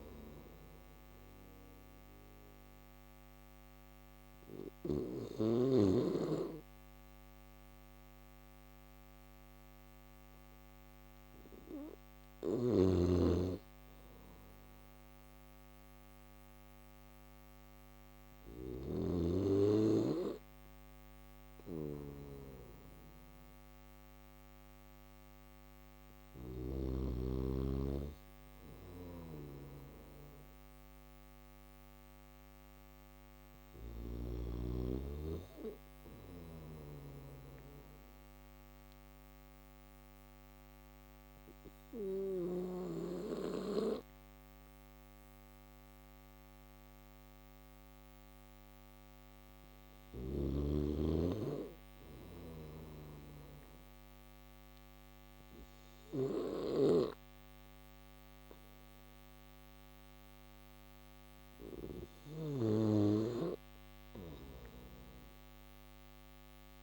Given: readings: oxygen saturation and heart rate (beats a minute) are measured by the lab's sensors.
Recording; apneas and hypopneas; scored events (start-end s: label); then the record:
breathing in sleep by a microphone on the trachea; none
0.00-4.00 s: oxygen desaturation (device-marked, oxygen 93% lowest)
0.00-4.00 s: snoring (device-marked)
11.00-33.00 s: snoring (device-marked)
35.00-41.50 s: snoring (device-marked)
41.00-66.83 s: new sleep stage, N3 (deep sleep)
51.50-66.83 s: snoring (device-marked)
From the record:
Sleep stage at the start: N1 (lightest sleep); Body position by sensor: on the back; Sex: male